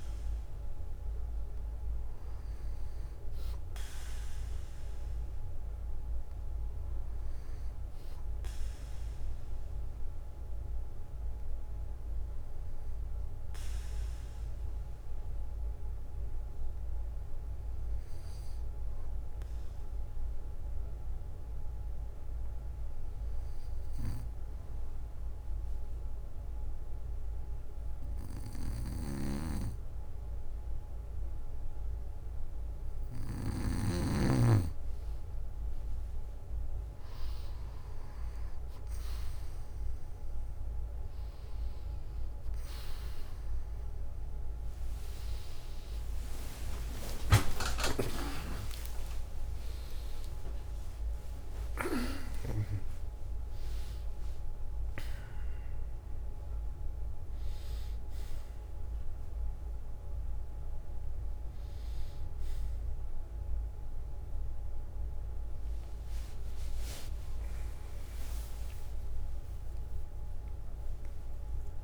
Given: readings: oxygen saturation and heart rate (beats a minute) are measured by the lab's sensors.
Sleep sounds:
a person partly awake in a sleep study, by a room microphone; 1
3.50-5.50 s: bradycardia (device-marked, heart rate 59 before, 61 extreme)
6.50-10.50 s: bradycardia (device-marked, heart rate 59 before, 58 extreme)
12.50-18.50 s: bradycardia (device-marked, heart rate 59 before, 54 extreme)
18.50-32.00 s: hypopnea (oxygen 97% before, 95% lowest, heart rate 59 before, 56 extreme, up 8 after)
20.50-23.50 s: bradycardia (device-marked, heart rate 59 before, 56 extreme)
36.50-71.84 s: new sleep stage, awake
42.50-54.50 s: tachycardia (device-marked, heart rate 59 before, 149 extreme)
66.50-71.84 s: tachycardia (device-marked, heart rate 61 before, 199 extreme)
From the record:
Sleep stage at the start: N2 (light sleep); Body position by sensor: on the back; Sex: male

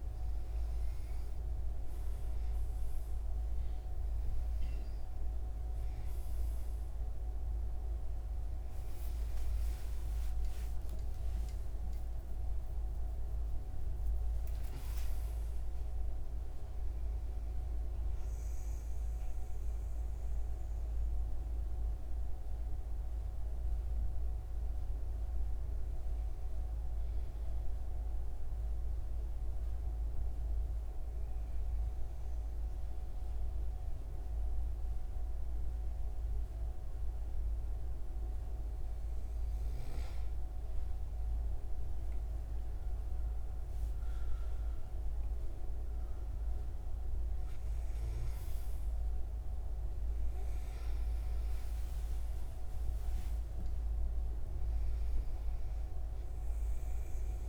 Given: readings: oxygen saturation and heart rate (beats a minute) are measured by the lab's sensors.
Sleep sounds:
breathing in sleep, hard to hear, by a room microphone; 1
9.50-14.00 s: arousal
20.50-38.50 s: hypopnea (oxygen 95% before, 93% lowest, heart rate 98 before, 70 extreme, up 21 after)
40.50-44.50 s: arousal
42.50-57.48 s: oxygen desaturation (device-marked, oxygen 96% before, 93% lowest, heart rate 72 before, 72 extreme)
From the record:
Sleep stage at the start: N2 (light sleep); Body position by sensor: on the right side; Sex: male

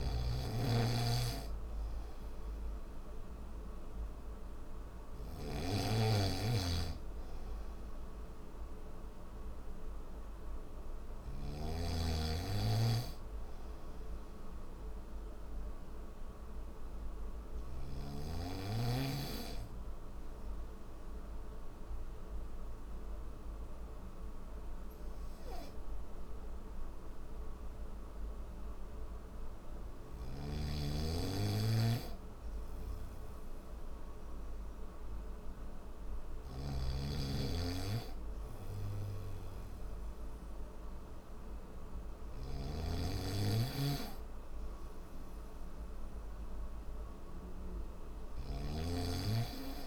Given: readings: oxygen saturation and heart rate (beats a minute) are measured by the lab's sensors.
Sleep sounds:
breathing in sleep by a room microphone; none
0.00-11.00 s: snoring (device-marked)
0.00-16.50 s: oxygen desaturation (device-marked, oxygen 95% lowest, heart rate 69 extreme)
29.50-49.87 s: snoring (device-marked)
From the record:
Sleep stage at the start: N3 (deep sleep); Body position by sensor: on the back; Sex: male

